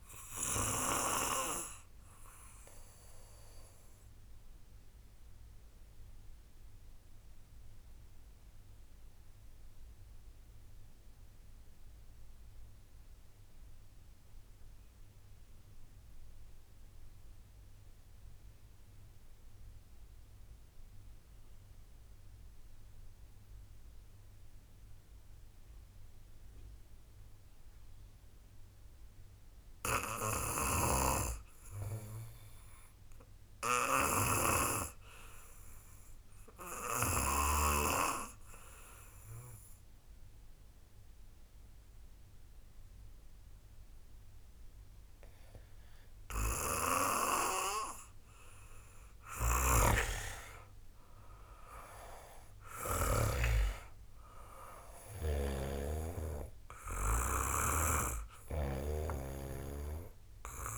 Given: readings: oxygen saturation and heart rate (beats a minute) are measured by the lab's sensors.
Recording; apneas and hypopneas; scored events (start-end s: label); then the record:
breathing in sleep by a room microphone; 1
0.00-14.00 s: oxygen desaturation (device-marked, oxygen 88% lowest, heart rate 45 extreme)
4.00-47.50 s: obstructive apnea (oxygen 97% before, 88% lowest, heart rate 58 before, 47 extreme, up 26 after)
28.00-54.00 s: oxygen desaturation (device-marked, oxygen 97% before, 90% lowest, heart rate 72 before, 47 extreme)
49.50-53.50 s: snoring (device-marked)
50.50-55.00 s: arousal
55.50-59.00 s: snoring (device-marked)
From the record:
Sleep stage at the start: REM sleep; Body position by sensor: on the back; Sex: male